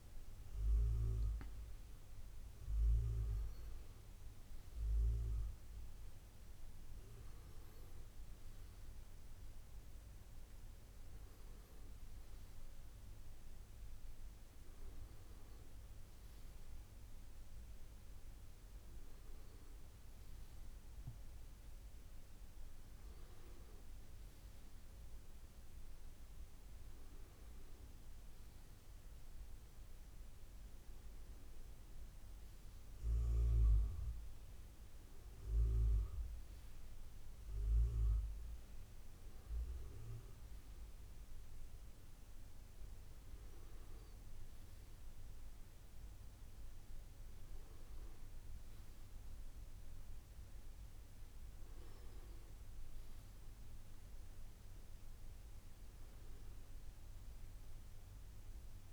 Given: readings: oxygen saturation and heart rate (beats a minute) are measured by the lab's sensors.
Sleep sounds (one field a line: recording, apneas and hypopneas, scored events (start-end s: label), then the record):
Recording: breathing in sleep, hard to hear, by a room microphone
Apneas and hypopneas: none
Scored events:
50.00-58.93 s: new sleep stage, N2 (light sleep)
From the record:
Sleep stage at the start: N1 (lightest sleep)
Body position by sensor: on the right side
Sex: male